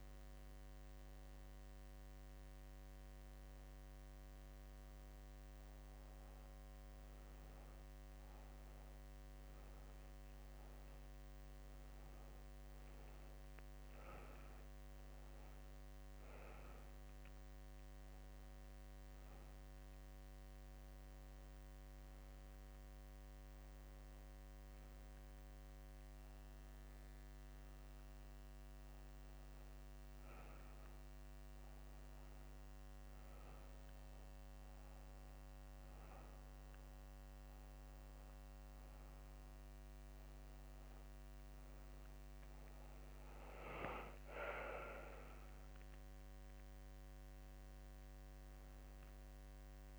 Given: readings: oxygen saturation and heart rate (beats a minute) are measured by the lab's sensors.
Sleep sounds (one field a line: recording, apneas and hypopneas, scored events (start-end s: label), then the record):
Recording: breathing in sleep, hard to hear, by a microphone on the trachea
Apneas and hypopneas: none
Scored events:
49.00-49.99 s: new sleep stage, awake
From the record:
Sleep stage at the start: N2 (light sleep)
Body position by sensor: on the back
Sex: female